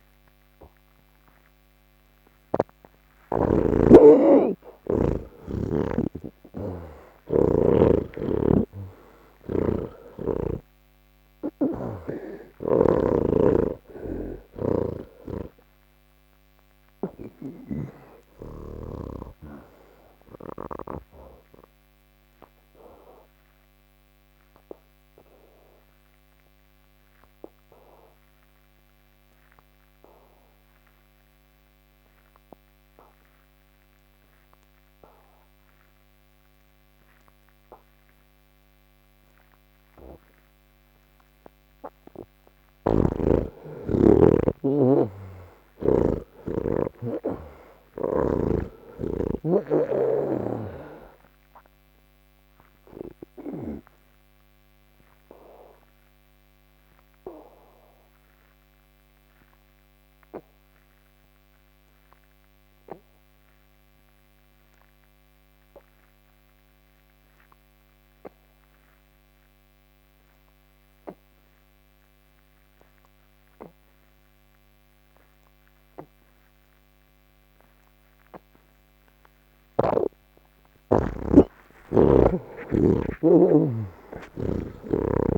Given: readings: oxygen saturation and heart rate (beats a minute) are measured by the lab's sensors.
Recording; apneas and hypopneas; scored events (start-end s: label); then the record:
breathing in sleep by a microphone on the trachea; none
0.50-17.50 s: oxygen desaturation (device-marked, oxygen 96% before, 84% lowest, heart rate 96 before, 38 extreme)
8.00-12.00 s: snoring (device-marked)
14.00-18.50 s: snoring (device-marked)
25.50-35.50 s: oxygen desaturation (device-marked, oxygen 86% before, 79% lowest)
42.50-46.00 s: snoring (device-marked)
42.50-55.50 s: oxygen desaturation (device-marked, oxygen 96% before, 85% lowest, heart rate 90 before, 44 extreme)
57.50-71.50 s: oxygen desaturation (device-marked, oxygen 89% before, 84% lowest, heart rate 70 before, 43 extreme)
79.50-85.38 s: oxygen desaturation (device-marked, oxygen 96% before, 82% lowest)
83.00-85.38 s: snoring (device-marked)
From the record:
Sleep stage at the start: N2 (light sleep); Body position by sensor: on the back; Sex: male